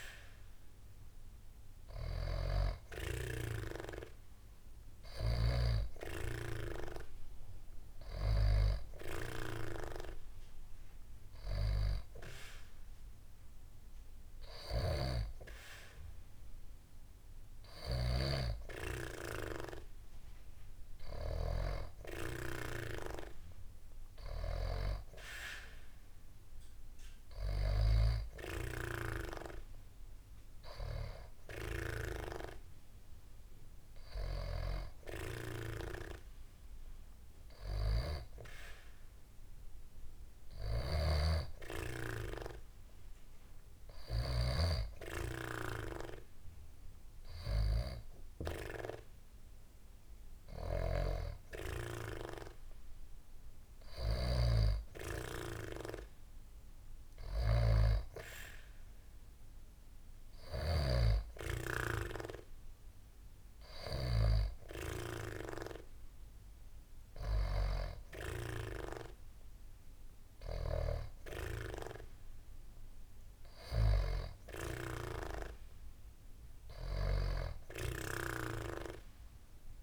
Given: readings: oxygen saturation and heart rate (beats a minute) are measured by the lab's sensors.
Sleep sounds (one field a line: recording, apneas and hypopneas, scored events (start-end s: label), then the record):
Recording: breathing in sleep by a room microphone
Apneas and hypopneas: none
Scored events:
none scored
From the record:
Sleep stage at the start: N2 (light sleep)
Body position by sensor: on the back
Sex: female